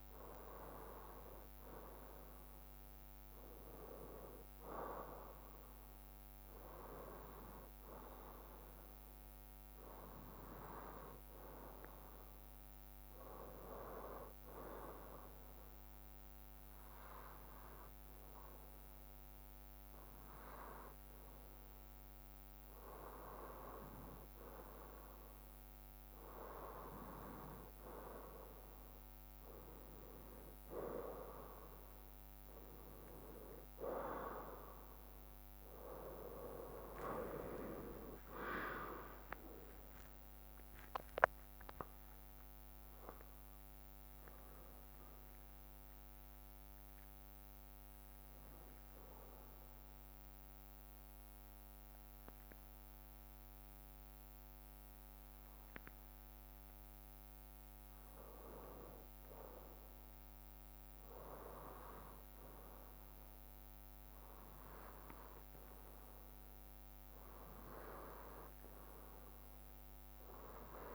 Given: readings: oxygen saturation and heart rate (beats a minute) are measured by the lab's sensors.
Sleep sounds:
breathing in sleep by a microphone on the trachea; 2
14.50-26.50 s: hypopnea (oxygen 94% before, 92% lowest, heart rate 66 before, 64 extreme, up 2 after)
36.50-41.00 s: arousal
37.50-51.50 s: drop in pulse transit time (device-marked, heart rate 65 before, 66 extreme)
48.50-58.50 s: obstructive apnea (oxygen 94% before, 93% lowest, heart rate 67 before, 63 extreme, up 2 after)
62.50-66.00 s: arousal
From the record:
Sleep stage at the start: N2 (light sleep); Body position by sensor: on the right side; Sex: male

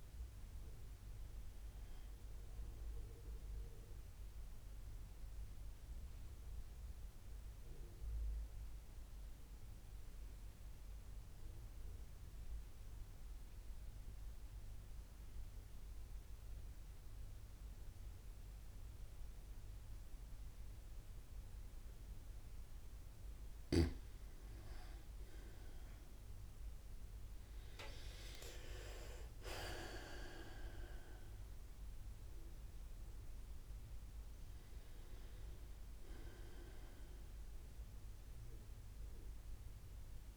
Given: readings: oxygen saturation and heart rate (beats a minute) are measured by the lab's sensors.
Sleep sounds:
breathing in sleep by a room microphone; 1
5.50-23.00 s: mixed apnea (oxygen 97% before, 93% lowest, heart rate 66 before, 63 extreme, up 0 after)
25.50-29.50 s: arousal
28.50-40.36 s: oxygen desaturation (device-marked, oxygen 97% before, 93% lowest, heart rate 66 before, 63 extreme)
From the record:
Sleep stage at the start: N2 (light sleep); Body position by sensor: on the right side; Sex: male

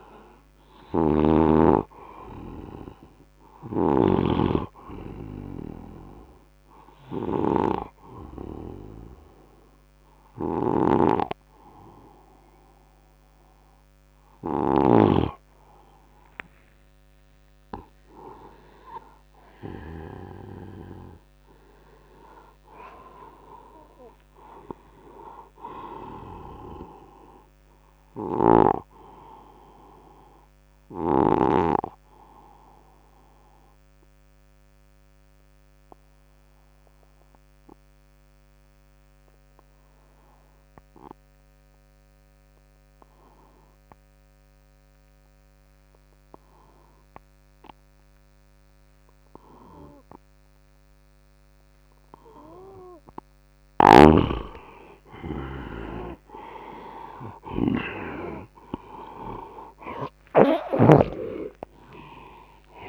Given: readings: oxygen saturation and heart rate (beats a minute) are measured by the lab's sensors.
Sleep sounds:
breathing in sleep by a microphone on the trachea; 1
0.00-14.50 s: snoring (device-marked)
1.50-11.50 s: oxygen desaturation (device-marked, oxygen 97% before, 93% lowest, heart rate 84 before, 69 extreme)
18.00-22.00 s: arousal
29.50-53.00 s: obstructive apnea (oxygen 98% before, 89% lowest, heart rate 79 before, 64 extreme, up 17 after)
47.50-62.89 s: oxygen desaturation (device-marked, oxygen 98% before, 89% lowest, heart rate 74 before, 65 extreme)
53.50-61.00 s: snoring (device-marked)
58.00-62.89 s: arousal
From the record:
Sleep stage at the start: N2 (light sleep); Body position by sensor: on the right side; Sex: male

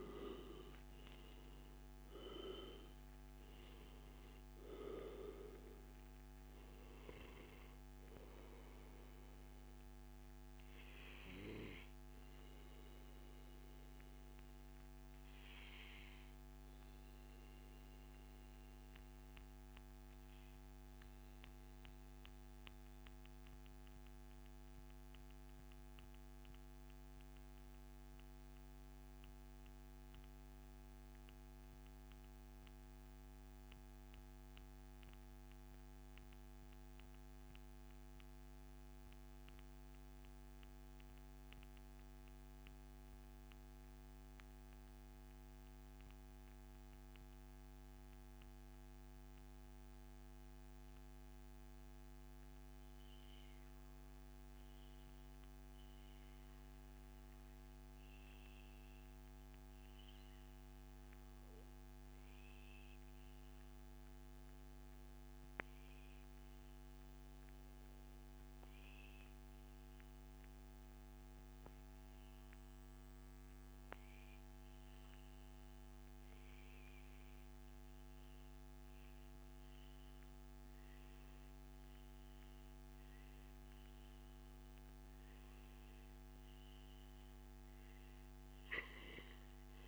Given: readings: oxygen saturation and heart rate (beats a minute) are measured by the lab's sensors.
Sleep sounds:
breathing in sleep, hard to hear, by a microphone on the trachea; 1
0.00-10.50 s: oxygen desaturation (device-marked, oxygen 87% lowest, heart rate 107 extreme)
11.50-85.50 s: mixed apnea (oxygen 96% before, 84% lowest, heart rate 135 before, 77 extreme, up 38 after)
46.00-48.00 s: long interval between heartbeats (device-marked, heart rate 122 before, 116 extreme)
54.50-89.88 s: oxygen desaturation (device-marked, oxygen 98% before, 88% lowest, heart rate 119 before, 77 extreme)
76.50-78.50 s: long interval between heartbeats (device-marked, heart rate 138 before, 131 extreme)
80.50-82.50 s: long interval between heartbeats (device-marked, heart rate 137 before, 86 extreme)
82.50-84.50 s: long interval between heartbeats (device-marked, heart rate 133 before, 77 extreme)
86.00-88.00 s: long interval between heartbeats (device-marked, heart rate 125 before, 98 extreme)
From the record:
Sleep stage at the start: REM sleep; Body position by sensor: on the back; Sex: male

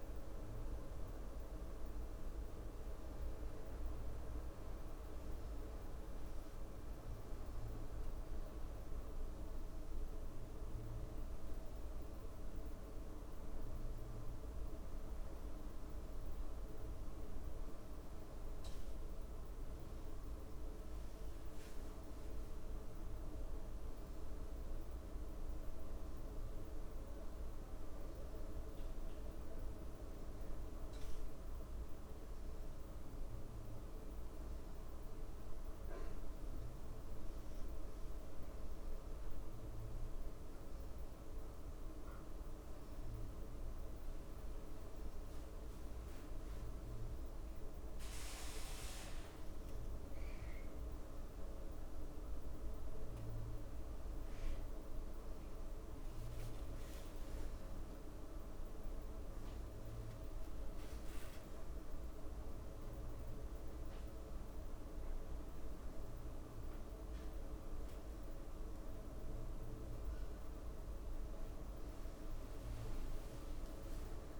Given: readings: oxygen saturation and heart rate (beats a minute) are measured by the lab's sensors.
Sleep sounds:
breathing in sleep, hard to hear, by a room microphone; none
17.50-22.00 s: arousal
20.50-23.00 s: leg movement (device-marked)
44.00-47.50 s: leg movement (device-marked)
57.50-58.50 s: leg movement (device-marked)
71.50-74.40 s: leg movement (device-marked)
From the record:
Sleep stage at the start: N1 (lightest sleep); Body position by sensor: on the back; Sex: female

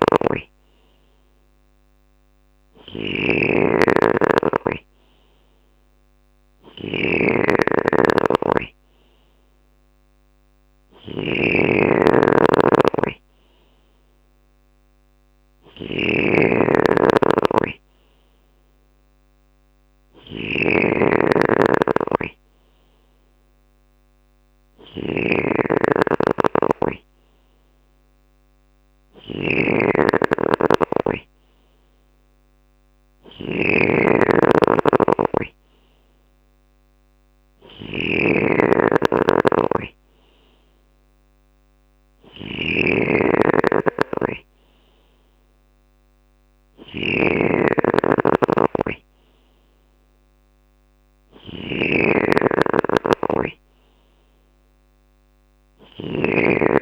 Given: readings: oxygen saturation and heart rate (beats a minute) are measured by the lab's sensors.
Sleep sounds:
breathing in sleep by a microphone on the trachea; none
0.00-56.82 s: snoring (device-marked)
23.50-25.50 s: bradycardia (device-marked, heart rate 62 before, 61 extreme)
45.50-56.50 s: drop in pulse transit time (device-marked, heart rate 61 before, 60 extreme)
From the record:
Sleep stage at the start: N3 (deep sleep); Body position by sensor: on the left side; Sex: male

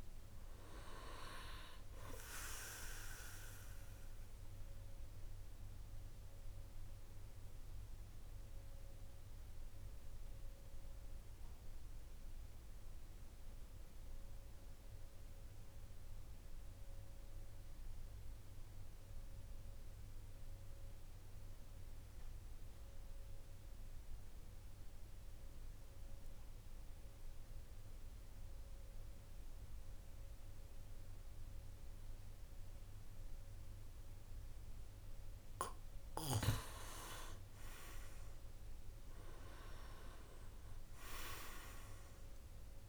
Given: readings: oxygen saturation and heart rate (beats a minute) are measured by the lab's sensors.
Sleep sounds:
breathing in sleep by a room microphone; 1
0.00-18.00 s: oxygen desaturation (device-marked, oxygen 89% lowest, heart rate 43 extreme)
4.50-35.50 s: obstructive apnea (oxygen 99% before, 87% lowest, heart rate 55 before, 43 extreme, up 10 after)
32.00-42.89 s: oxygen desaturation (device-marked, oxygen 99% before, 87% lowest, heart rate 48 before, 48 extreme)
37.50-41.50 s: arousal
From the record:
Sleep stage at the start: N2 (light sleep); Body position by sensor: on the back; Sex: male

